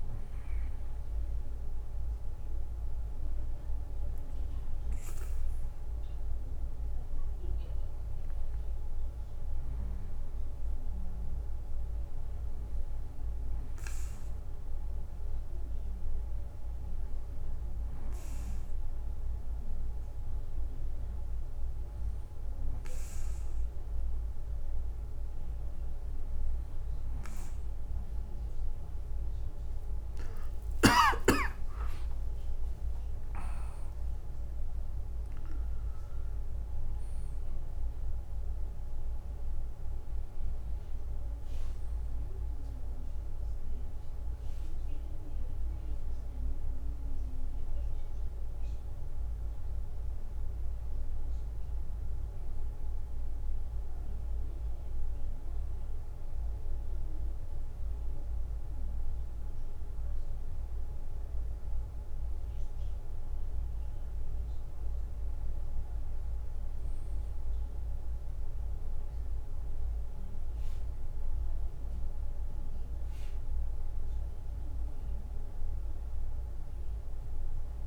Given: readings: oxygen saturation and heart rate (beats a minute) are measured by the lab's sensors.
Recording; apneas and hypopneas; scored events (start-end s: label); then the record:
a person partly awake in a sleep study, hard to hear, by a room microphone; none
30.00-60.00 s: new sleep stage, awake
33.00-47.00 s: drop in pulse transit time (device-marked, heart rate 73 before, 74 extreme)
60.00-77.87 s: new sleep stage, N2 (light sleep)
From the record:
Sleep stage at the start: N2 (light sleep); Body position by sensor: on the back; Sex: male